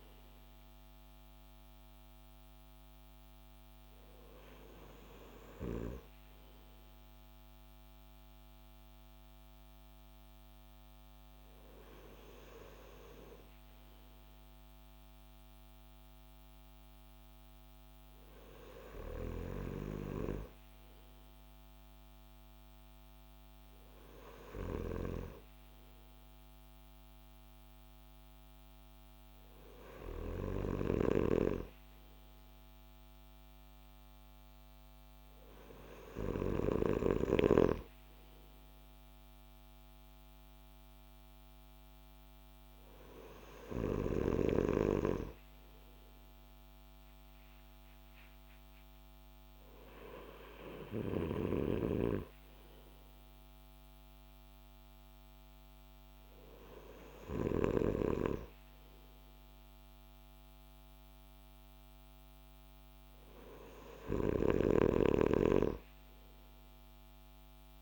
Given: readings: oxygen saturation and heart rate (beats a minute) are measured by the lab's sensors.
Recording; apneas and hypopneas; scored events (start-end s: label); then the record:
breathing in sleep by a microphone on the trachea; none
none scored
From the record:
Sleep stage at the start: N2 (light sleep); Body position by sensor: on the back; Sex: male